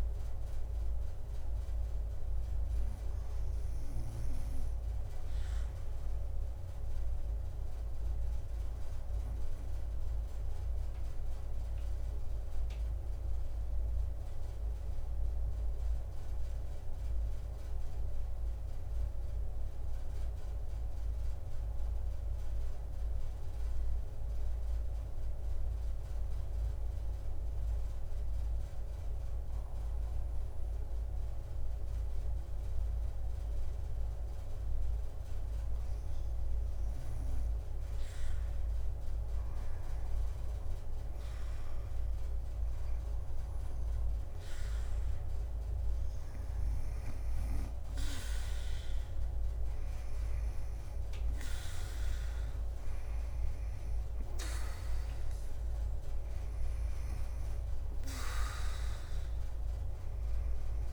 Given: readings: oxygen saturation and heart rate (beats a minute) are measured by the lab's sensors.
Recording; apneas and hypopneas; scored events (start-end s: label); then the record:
breathing in sleep, hard to hear, by a room microphone; 1
6.50-38.50 s: obstructive apnea (oxygen 99% before, 88% lowest, heart rate 57 before, 55 extreme, up 4 after)
8.50-19.50 s: drop in pulse transit time (device-marked, heart rate 56 before, 54 extreme)
30.50-60.93 s: oxygen desaturation (device-marked, oxygen 97% before, 88% lowest, heart rate 58 before, 56 extreme)
37.50-40.50 s: drop in pulse transit time (device-marked, heart rate 60 before, 62 extreme)
42.50-60.93 s: drop in pulse transit time (device-marked, heart rate 62 before, 63 extreme)
51.00-55.50 s: leg movement (device-marked)
52.50-57.50 s: arousal
From the record:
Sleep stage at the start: REM sleep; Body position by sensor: on the back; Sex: female